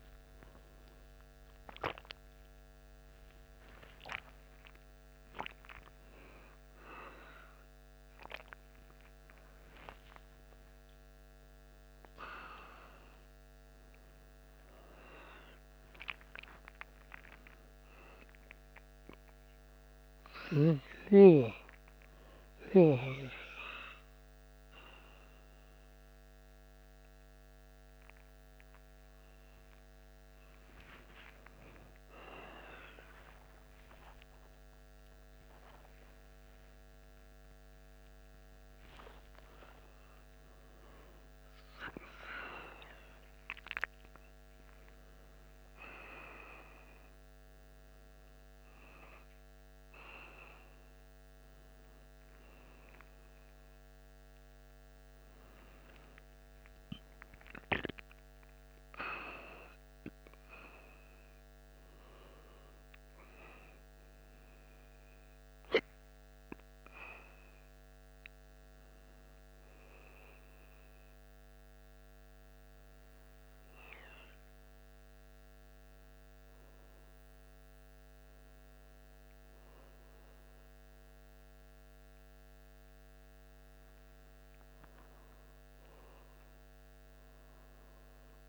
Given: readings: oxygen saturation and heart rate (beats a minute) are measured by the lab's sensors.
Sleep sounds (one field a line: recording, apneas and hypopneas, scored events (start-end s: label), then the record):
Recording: a person awake in a sleep study, by a microphone on the trachea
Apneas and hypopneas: none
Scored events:
34.50-64.50 s: oxygen desaturation (device-marked, oxygen 98% before, 93% lowest, heart rate 80 before, 72 extreme)
85.50-88.49 s: new sleep stage, N1 (lightest sleep)
From the record:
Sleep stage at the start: awake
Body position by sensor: on the back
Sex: male